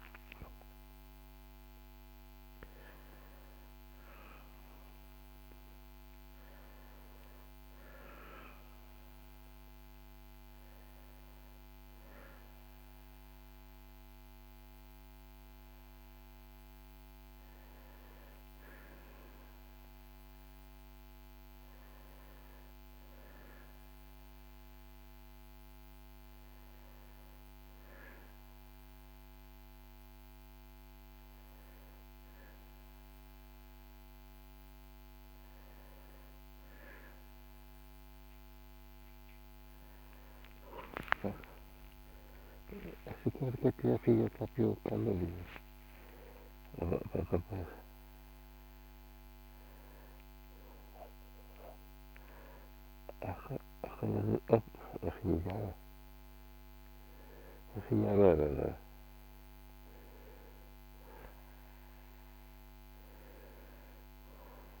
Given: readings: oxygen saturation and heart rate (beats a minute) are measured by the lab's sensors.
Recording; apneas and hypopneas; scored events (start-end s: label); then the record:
a person awake in a sleep study, by a microphone on the trachea; none
none scored
From the record:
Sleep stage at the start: awake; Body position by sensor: on the back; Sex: male